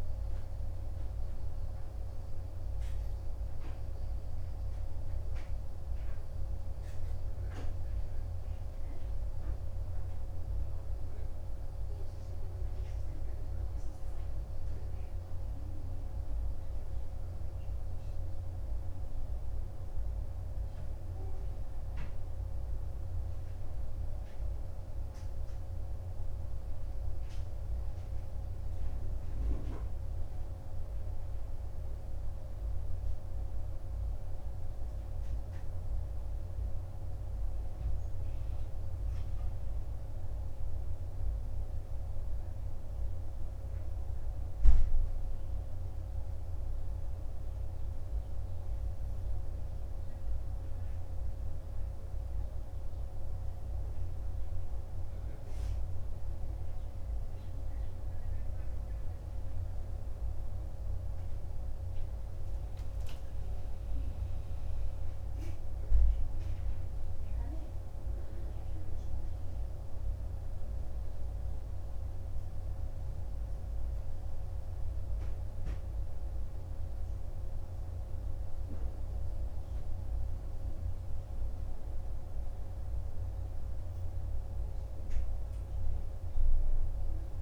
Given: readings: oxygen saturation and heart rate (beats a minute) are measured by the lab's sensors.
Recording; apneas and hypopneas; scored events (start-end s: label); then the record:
breathing in sleep, hard to hear, by a room microphone; none
none scored
From the record:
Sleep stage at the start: N2 (light sleep); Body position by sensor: on the right side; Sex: male